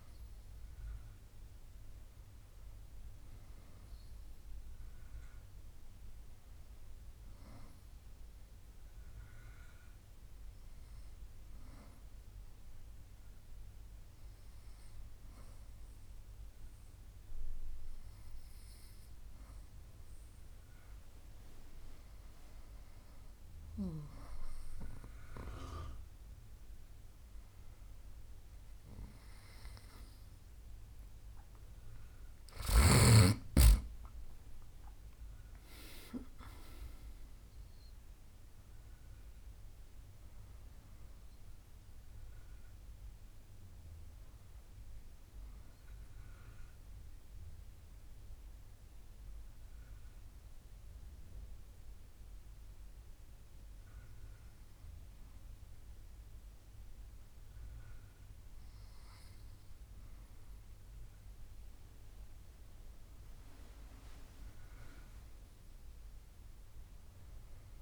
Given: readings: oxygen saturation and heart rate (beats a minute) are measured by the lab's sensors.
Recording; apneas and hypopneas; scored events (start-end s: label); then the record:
breathing in sleep by a room microphone; 2
0.00-2.50 s: arousal
10.50-23.00 s: hypopnea (oxygen 97% before, 94% lowest, heart rate 74 before, 72 extreme, up 3 after)
31.50-36.00 s: arousal
50.00-62.50 s: obstructive apnea (oxygen 97% before, 95% lowest, heart rate 76 before, 67 extreme, up 3 after)
64.50-67.82 s: arousal
From the record:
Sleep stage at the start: N2 (light sleep); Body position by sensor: on the back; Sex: female